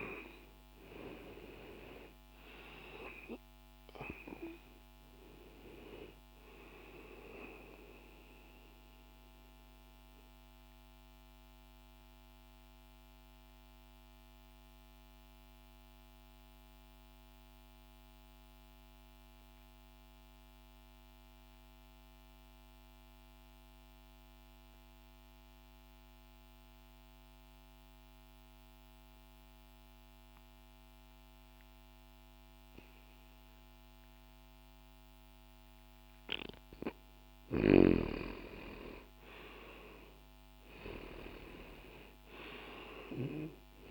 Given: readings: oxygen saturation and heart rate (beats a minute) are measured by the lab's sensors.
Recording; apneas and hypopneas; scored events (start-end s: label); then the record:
breathing in sleep by a microphone on the trachea; 1
0.00-14.50 s: oxygen desaturation (device-marked, oxygen 92% lowest, heart rate 60 extreme)
7.00-34.50 s: mixed apnea (oxygen 97% before, 87% lowest, heart rate 60 before, 60 extreme, up 0 after)
22.50-30.50 s: oxygen desaturation (device-marked, oxygen 94% before, 87% lowest, heart rate 60 before, 60 extreme)
36.50-41.00 s: arousal
From the record:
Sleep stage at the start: N2 (light sleep); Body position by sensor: on the back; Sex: male